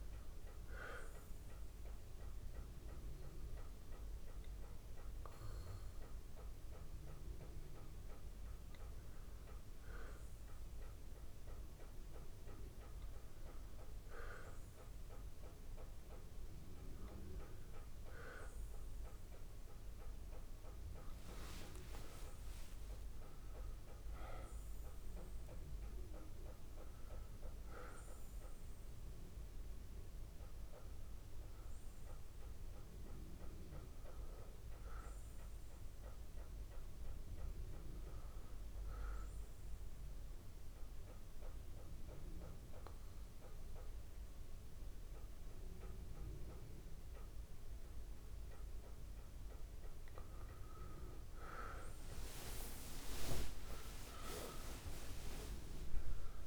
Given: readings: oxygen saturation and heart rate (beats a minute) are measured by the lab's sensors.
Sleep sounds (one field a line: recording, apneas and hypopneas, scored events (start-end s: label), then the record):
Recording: breathing in sleep by a room microphone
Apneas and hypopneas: 1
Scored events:
11.00-56.47 s: new sleep stage, N1 (lightest sleep)
20.00-25.00 s: arousal
38.00-49.50 s: hypopnea (oxygen 96% before, 91% lowest)
52.00-56.47 s: arousal
From the record:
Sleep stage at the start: N2 (light sleep)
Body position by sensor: on the back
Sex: male